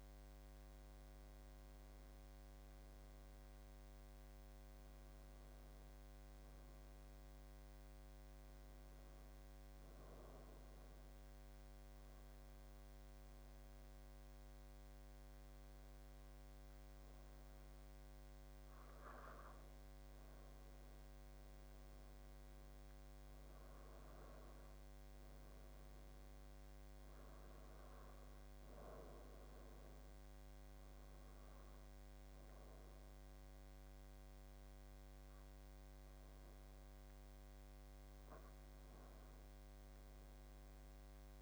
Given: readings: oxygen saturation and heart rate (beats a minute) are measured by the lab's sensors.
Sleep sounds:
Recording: breathing in sleep, hard to hear, by a microphone on the trachea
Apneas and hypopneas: 1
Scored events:
0.50-4.50 s: arousal
9.50-20.50 s: obstructive apnea (oxygen 93% before, 89% lowest, heart rate 81 before, 79 extreme, up 7 after)
23.00-26.00 s: arousal
From the record:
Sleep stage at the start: N2 (light sleep)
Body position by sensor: on the back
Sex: male

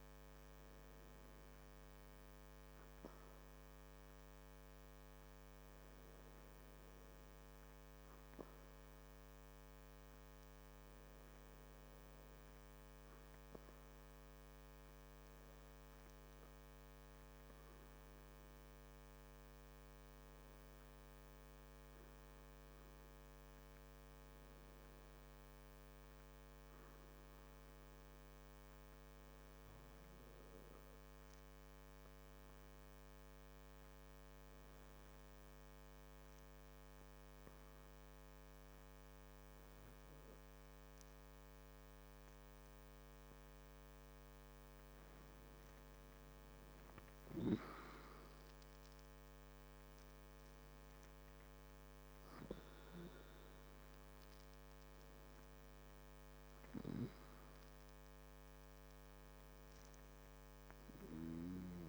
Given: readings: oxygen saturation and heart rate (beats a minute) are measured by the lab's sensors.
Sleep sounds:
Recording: breathing in sleep, hard to hear, by a microphone on the trachea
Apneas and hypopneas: 1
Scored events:
13.50-44.50 s: hypopnea (oxygen 98% before, 92% lowest, heart rate 50 before, 43 extreme, up 9 after)
47.00-61.89 s: oxygen desaturation (device-marked, oxygen 97% before, 92% lowest, heart rate 48 before, 50 extreme)
49.00-53.50 s: arousal
From the record:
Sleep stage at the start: N2 (light sleep)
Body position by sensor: on the back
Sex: male

